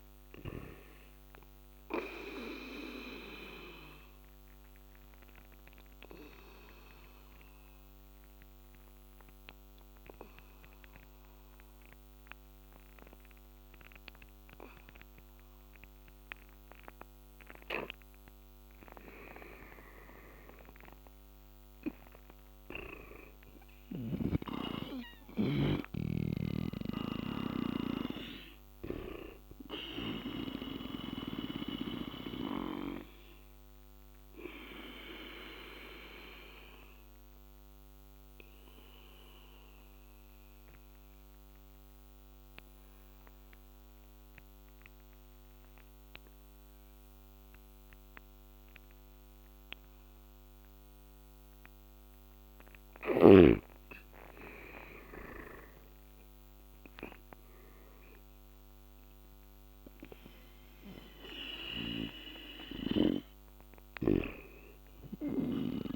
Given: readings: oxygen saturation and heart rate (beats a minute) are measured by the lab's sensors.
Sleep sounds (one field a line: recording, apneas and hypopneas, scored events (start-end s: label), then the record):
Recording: breathing in sleep by a microphone on the trachea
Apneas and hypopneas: 2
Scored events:
0.00-12.00 s: oxygen desaturation (device-marked, oxygen 84% lowest, heart rate 64 extreme)
1.50-17.00 s: obstructive apnea (oxygen 99% before, 84% lowest, heart rate 81 before, 64 extreme, up 19 after)
18.50-22.00 s: arousal
21.00-45.00 s: oxygen desaturation (device-marked, oxygen 100% before, 86% lowest, heart rate 73 before, 69 extreme)
31.50-52.00 s: obstructive apnea (oxygen 100% before, 83% lowest, heart rate 78 before, 69 extreme, up 16 after)
54.50-58.50 s: arousal
62.00-65.96 s: oxygen desaturation (device-marked, oxygen 98% before, 84% lowest, heart rate 76 before, 69 extreme)
63.50-65.96 s: snoring (device-marked)
From the record:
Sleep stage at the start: N2 (light sleep)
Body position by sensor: on the back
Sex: male